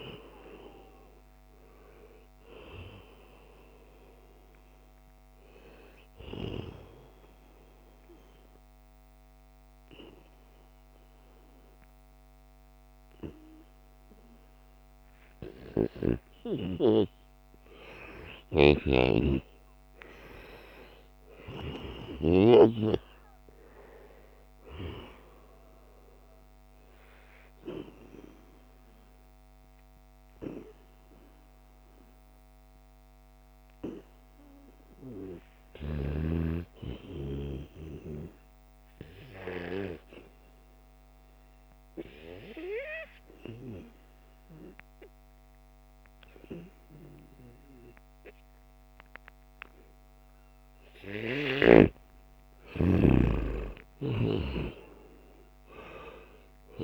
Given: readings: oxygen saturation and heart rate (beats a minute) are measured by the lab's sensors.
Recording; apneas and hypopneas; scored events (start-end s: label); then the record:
breathing in sleep by a microphone on the trachea; 2
0.00-17.50 s: oxygen desaturation (device-marked, oxygen 87% lowest, heart rate 74 extreme)
6.00-17.00 s: obstructive apnea (oxygen 96% before, 87% lowest, heart rate 79 before, 78 extreme, up 3 after)
18.50-23.00 s: arousal
38.00-51.50 s: obstructive apnea (oxygen 98% before, 90% lowest, heart rate 81 before, 71 extreme, up 3 after)
47.50-56.84 s: oxygen desaturation (device-marked, oxygen 96% before, 90% lowest, heart rate 78 before, 71 extreme)
52.00-55.50 s: arousal
From the record:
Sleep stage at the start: N2 (light sleep); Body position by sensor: on the back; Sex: male